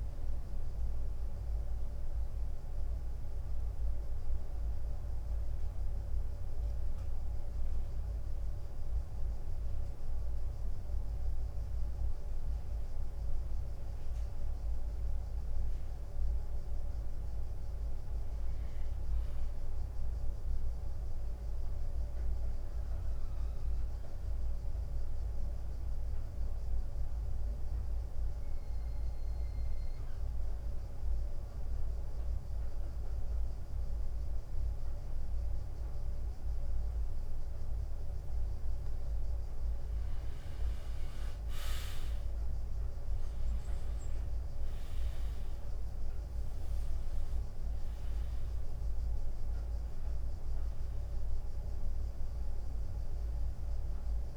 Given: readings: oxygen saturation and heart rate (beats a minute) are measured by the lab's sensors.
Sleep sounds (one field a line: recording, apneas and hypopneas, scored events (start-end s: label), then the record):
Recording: breathing in sleep, hard to hear, by a room microphone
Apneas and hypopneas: 2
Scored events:
0.00-7.00 s: drop in pulse transit time (device-marked, heart rate 85 extreme)
3.00-16.50 s: mixed apnea (oxygen 95% before, 92% lowest, heart rate 87 before, 83 extreme, up 1 after)
17.00-25.00 s: oxygen desaturation (device-marked, oxygen 95% before, 92% lowest, heart rate 86 before, 83 extreme)
18.00-21.00 s: arousal
24.00-38.50 s: obstructive apnea (oxygen 95% before, 91% lowest, heart rate 86 before, 85 extreme, up 5 after)
40.00-54.37 s: oxygen desaturation (device-marked, oxygen 98% before, 93% lowest, heart rate 86 before, 90 extreme)
41.50-45.50 s: arousal
42.00-54.37 s: drop in pulse transit time (device-marked, heart rate 86 before, 86 extreme)
From the record:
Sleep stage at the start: N2 (light sleep)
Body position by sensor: on the right side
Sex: male